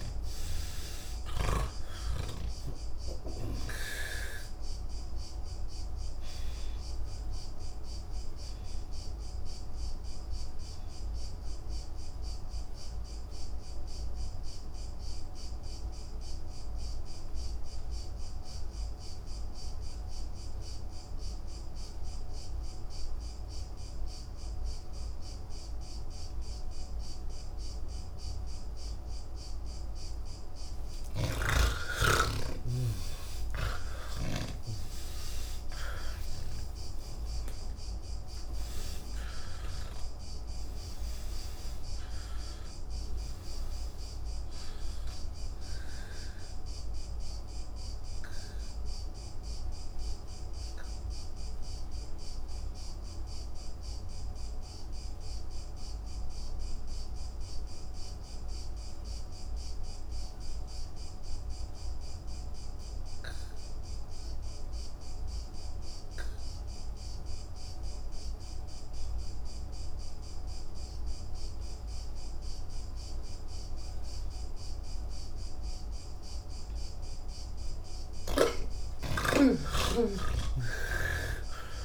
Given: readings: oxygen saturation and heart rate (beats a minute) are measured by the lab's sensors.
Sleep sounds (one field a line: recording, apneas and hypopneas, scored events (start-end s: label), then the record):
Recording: breathing in sleep by a room microphone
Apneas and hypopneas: 2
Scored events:
0.00-1.50 s: oxygen desaturation (device-marked, oxygen 88% lowest, heart rate 50 extreme)
0.00-4.00 s: snoring (device-marked)
3.50-22.50 s: oxygen desaturation (device-marked, oxygen 90% before, 80% lowest, heart rate 52 before, 66 extreme)
4.00-29.50 s: obstructive apnea (oxygen 98% before, 80% lowest, heart rate 52 before, 66 extreme, up 22 after)
31.00-34.50 s: snoring (device-marked)
47.50-61.50 s: oxygen desaturation (device-marked, oxygen 95% before, 82% lowest, heart rate 100 before, 76 extreme)
48.00-77.00 s: obstructive apnea (oxygen 98% before, 78% lowest, heart rate 100 before, 69 extreme, up 2 after)
72.50-81.85 s: oxygen desaturation (device-marked, oxygen 99% before, 78% lowest, heart rate 110 before, 52 extreme)
From the record:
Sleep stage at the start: N3 (deep sleep)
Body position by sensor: on the back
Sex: male